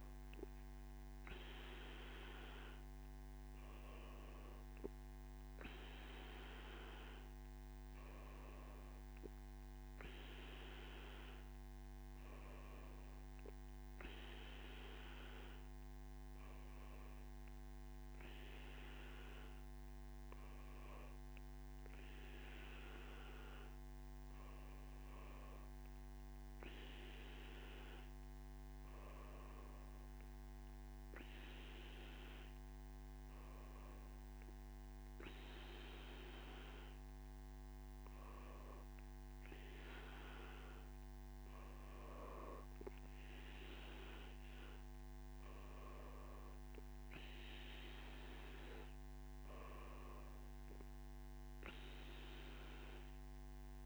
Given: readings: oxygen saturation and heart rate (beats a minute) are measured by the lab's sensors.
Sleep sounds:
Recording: breathing in sleep, hard to hear, by a microphone on the trachea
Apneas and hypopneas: none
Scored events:
52.50-53.86 s: new sleep stage, N2 (light sleep)
From the record:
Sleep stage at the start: N1 (lightest sleep)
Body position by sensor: on the back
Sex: male

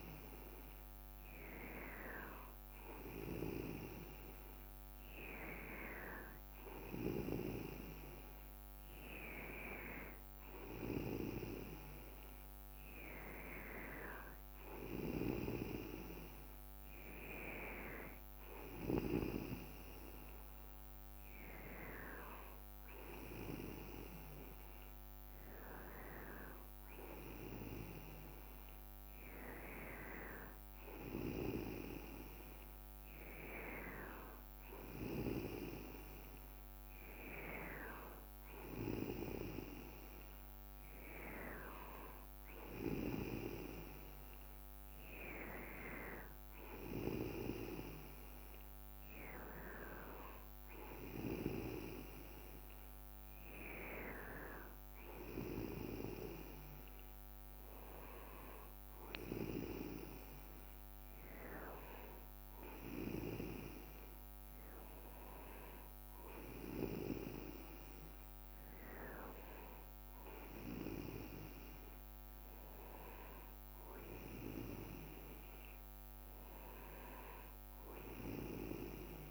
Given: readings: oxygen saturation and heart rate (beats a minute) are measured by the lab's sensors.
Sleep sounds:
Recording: breathing in sleep by a microphone on the trachea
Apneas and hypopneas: none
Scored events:
none scored
From the record:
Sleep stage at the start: N2 (light sleep)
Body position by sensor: on the back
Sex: male

